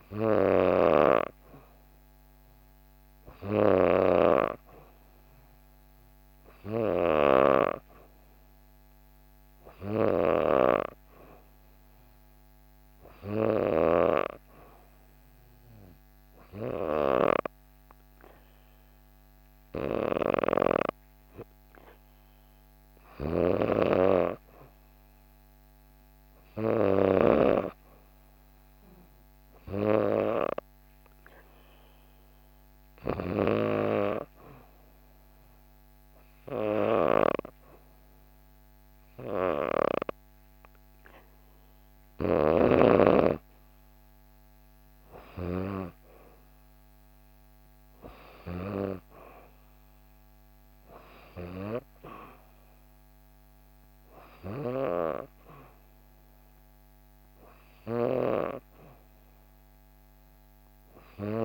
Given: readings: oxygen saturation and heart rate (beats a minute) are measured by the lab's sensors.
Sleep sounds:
breathing in sleep by a microphone on the trachea; 1
0.00-1.50 s: oxygen desaturation (device-marked, oxygen 89% lowest, heart rate 63 extreme)
14.50-25.00 s: obstructive apnea (oxygen 94% before, 92% lowest, heart rate 64 before, 64 extreme, up 1 after)
22.50-27.00 s: snoring (device-marked)
27.00-31.00 s: arousal
52.50-61.45 s: new sleep stage, N2 (light sleep)
From the record:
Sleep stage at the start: N3 (deep sleep); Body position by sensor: on the back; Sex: female

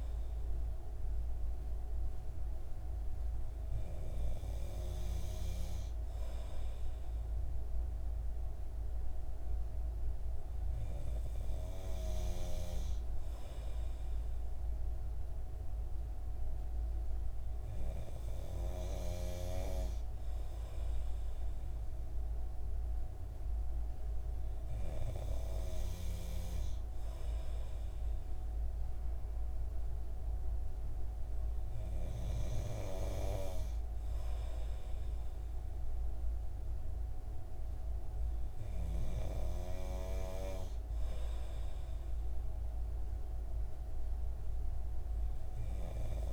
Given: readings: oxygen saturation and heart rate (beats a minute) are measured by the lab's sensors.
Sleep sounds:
breathing in sleep by a room microphone; none
none scored
From the record:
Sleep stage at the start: N2 (light sleep); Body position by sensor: on the right side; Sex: male

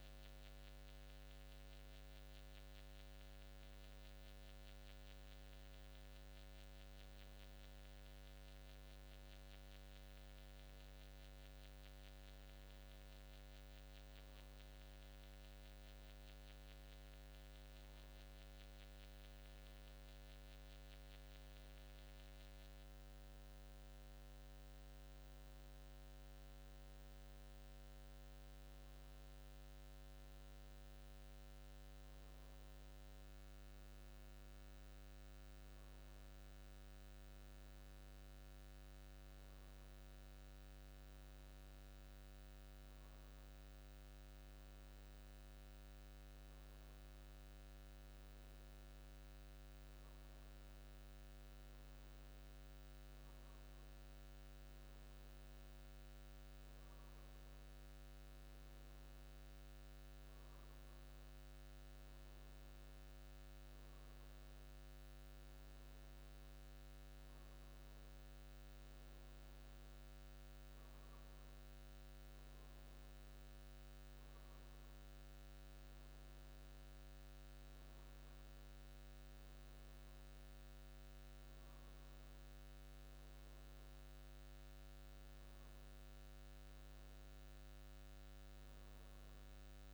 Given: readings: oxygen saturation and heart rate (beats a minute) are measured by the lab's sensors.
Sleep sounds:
breathing in sleep, hard to hear, by a microphone on the trachea; none
none scored
From the record:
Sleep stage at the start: N2 (light sleep); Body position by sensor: on the back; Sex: male

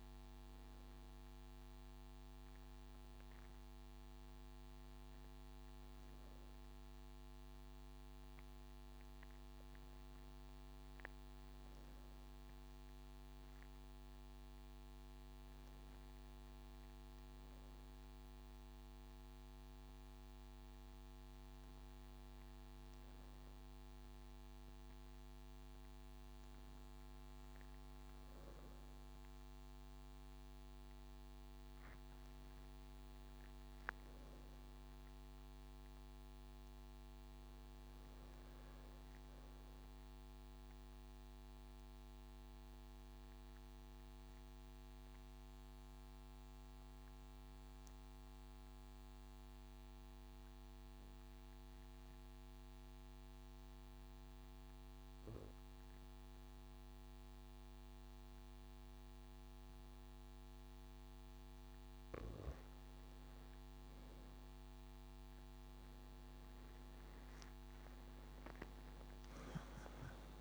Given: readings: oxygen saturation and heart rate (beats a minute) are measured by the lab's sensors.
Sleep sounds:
breathing in sleep, hard to hear, by a microphone on the trachea; 1
40.50-60.00 s: obstructive apnea (oxygen 98% before, 91% lowest)
55.50-70.41 s: oxygen desaturation (device-marked, oxygen 97% before, 91% lowest)
65.00-69.00 s: arousal
From the record:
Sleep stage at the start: N2 (light sleep); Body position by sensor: on the right side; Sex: male

